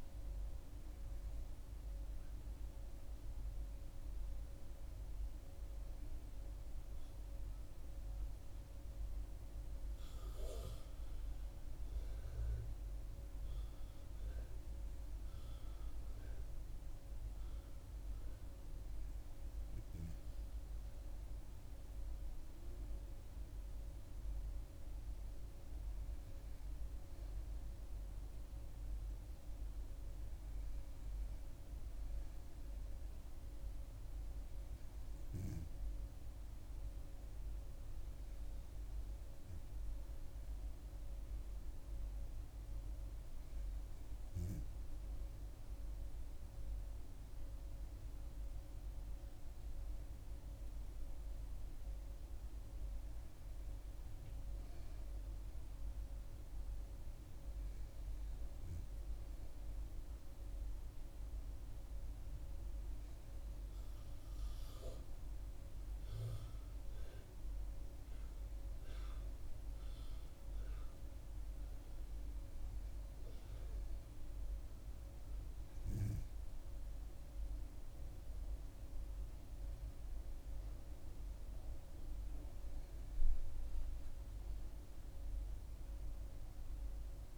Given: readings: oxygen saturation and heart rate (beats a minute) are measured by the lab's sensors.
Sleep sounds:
breathing in sleep, hard to hear, by a room microphone; none
67.50-71.50 s: arousal
From the record:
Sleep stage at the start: N2 (light sleep); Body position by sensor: on the back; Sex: female

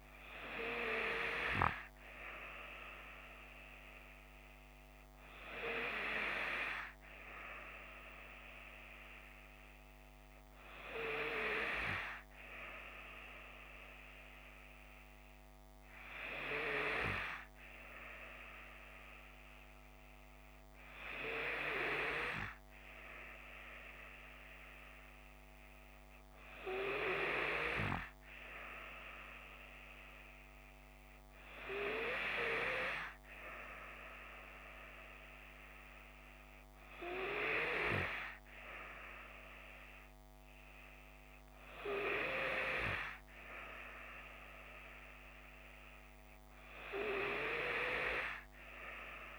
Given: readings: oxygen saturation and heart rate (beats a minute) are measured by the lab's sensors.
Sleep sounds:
breathing in sleep by a microphone on the trachea; none
none scored
From the record:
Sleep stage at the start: N3 (deep sleep); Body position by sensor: on the left side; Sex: female

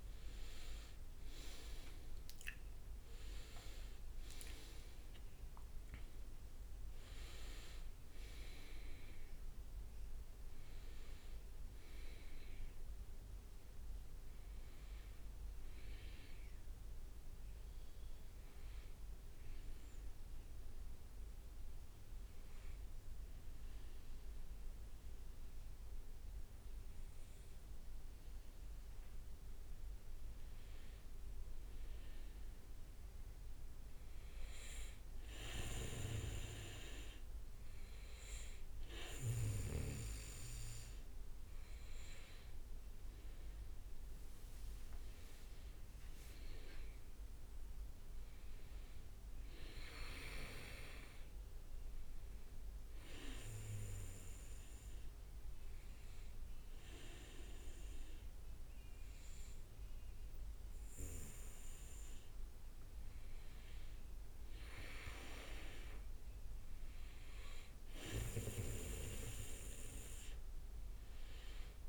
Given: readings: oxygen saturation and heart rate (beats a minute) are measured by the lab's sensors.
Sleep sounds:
breathing in sleep by a room microphone; 2
2.50-6.50 s: arousal
19.00-29.00 s: hypopnea (oxygen 97% before, 96% lowest, heart rate 70 before, 59 extreme, up 3 after)
32.00-36.00 s: arousal
53.00-63.50 s: obstructive apnea (oxygen 99% before, 94% lowest, heart rate 65 before, 62 extreme, up 5 after)
66.50-69.50 s: arousal
From the record:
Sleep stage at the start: N2 (light sleep); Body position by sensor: on the back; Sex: male

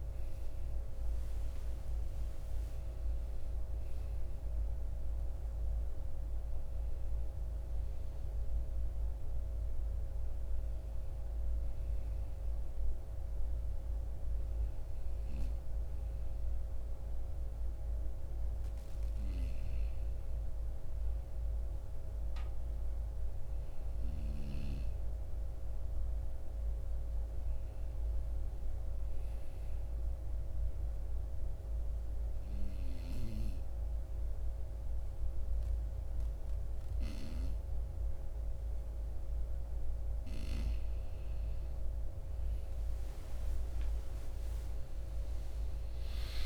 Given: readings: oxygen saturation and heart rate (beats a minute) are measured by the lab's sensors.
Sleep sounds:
breathing in sleep, hard to hear, by a room microphone; 1
0.00-20.00 s: oxygen desaturation (device-marked, oxygen 92% lowest, heart rate 56 extreme)
30.00-40.00 s: obstructive apnea (oxygen 95% before, 90% lowest, heart rate 59 before, 53 extreme, up 19 after)
44.00-46.46 s: arousal
From the record:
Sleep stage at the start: N2 (light sleep); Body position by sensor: on the right side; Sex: male

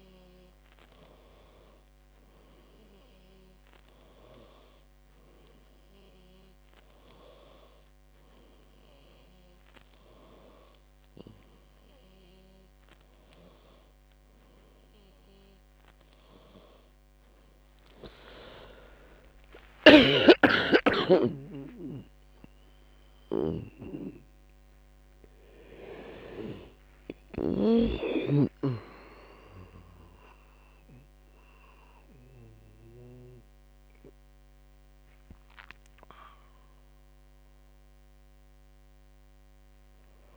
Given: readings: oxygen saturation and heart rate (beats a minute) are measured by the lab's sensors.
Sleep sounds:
a person awake in a sleep study, by a microphone on the trachea; none
20.50-28.50 s: snoring (device-marked)
From the record:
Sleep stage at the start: awake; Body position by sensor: on the back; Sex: female

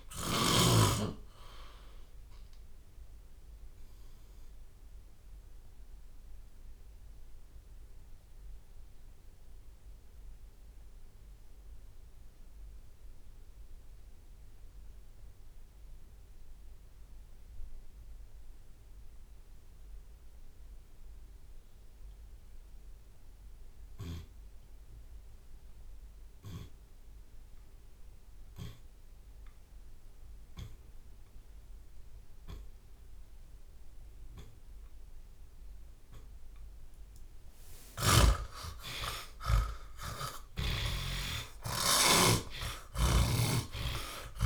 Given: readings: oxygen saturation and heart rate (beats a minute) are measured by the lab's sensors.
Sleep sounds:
breathing in sleep by a room microphone; 1
0.00-13.00 s: drop in pulse transit time (device-marked, heart rate 58 extreme)
6.50-26.00 s: obstructive apnea (oxygen 98% before, 64% lowest, heart rate 98 before, 58 extreme, up 36 after)
12.00-34.00 s: oxygen desaturation (device-marked, oxygen 99% before, 64% lowest, heart rate 97 before, 58 extreme)
28.00-30.00 s: long interval between heartbeats (device-marked, heart rate 60 before, 68 extreme)
30.00-32.00 s: long interval between heartbeats (device-marked, heart rate 60 before, 77 extreme)
34.00-44.46 s: tachycardia (device-marked, heart rate 61 before, 160 extreme)
36.50-38.50 s: long interval between heartbeats (device-marked, heart rate 68 before, 91 extreme)
37.50-43.00 s: arousal
40.50-42.50 s: long interval between heartbeats (device-marked, heart rate 78 before, 148 extreme)
41.00-44.46 s: drop in pulse transit time (device-marked, heart rate 82 before, 60 extreme)
From the record:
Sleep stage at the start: N2 (light sleep); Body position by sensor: on the back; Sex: male

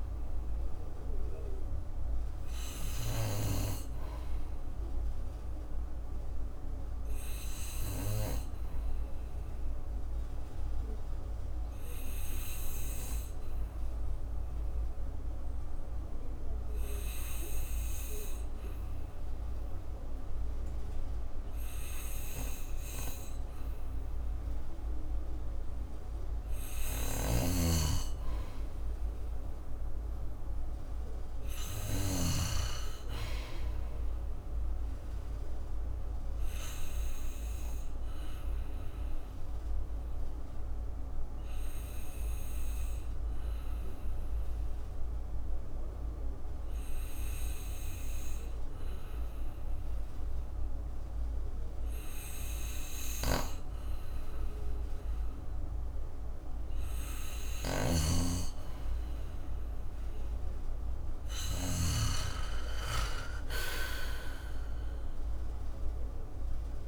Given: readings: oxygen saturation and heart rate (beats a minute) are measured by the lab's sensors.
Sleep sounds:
breathing in sleep by a room microphone; 2
0.50-4.00 s: arousal
7.00-25.50 s: obstructive apnea (oxygen 95% before, 91% lowest, heart rate 59 before, 55 extreme, up 5 after)
27.00-32.50 s: snoring (device-marked)
29.00-33.00 s: arousal
39.00-57.00 s: obstructive apnea (oxygen 97% before, 91% lowest, heart rate 62 before, 55 extreme, up 9 after)
47.00-55.00 s: oxygen desaturation (device-marked, oxygen 95% before, 91% lowest, heart rate 61 before, 56 extreme)
57.50-62.00 s: snoring (device-marked)
58.50-62.50 s: arousal
From the record:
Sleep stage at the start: N2 (light sleep); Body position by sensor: on the back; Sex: male

